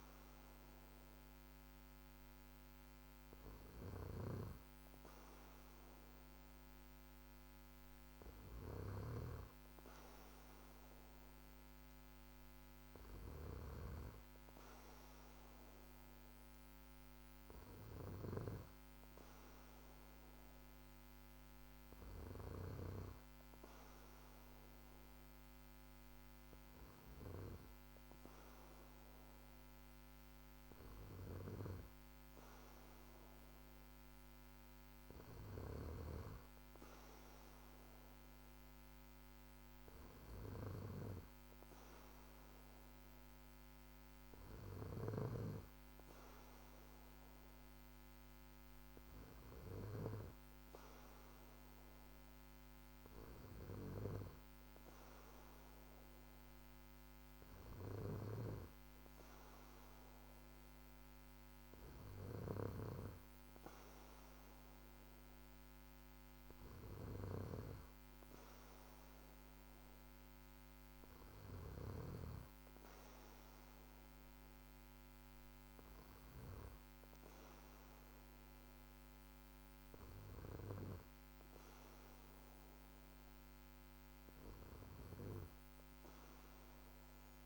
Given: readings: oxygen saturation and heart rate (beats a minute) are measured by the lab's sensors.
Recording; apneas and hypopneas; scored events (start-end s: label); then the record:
breathing in sleep by a microphone on the trachea; none
3.50-9.00 s: snoring (device-marked)
From the record:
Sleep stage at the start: N2 (light sleep); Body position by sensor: on the back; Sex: male